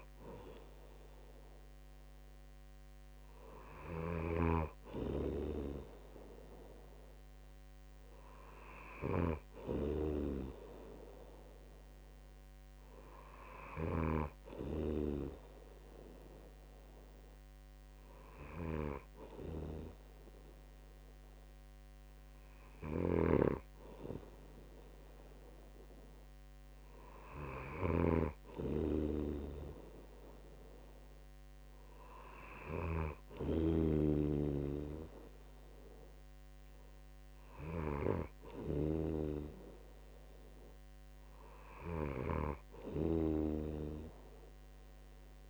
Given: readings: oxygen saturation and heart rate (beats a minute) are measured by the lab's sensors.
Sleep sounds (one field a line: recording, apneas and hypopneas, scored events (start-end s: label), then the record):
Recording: breathing in sleep by a microphone on the trachea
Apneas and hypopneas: none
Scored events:
0.00-45.50 s: snoring (device-marked)
From the record:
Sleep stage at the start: N2 (light sleep)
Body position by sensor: on the right side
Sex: male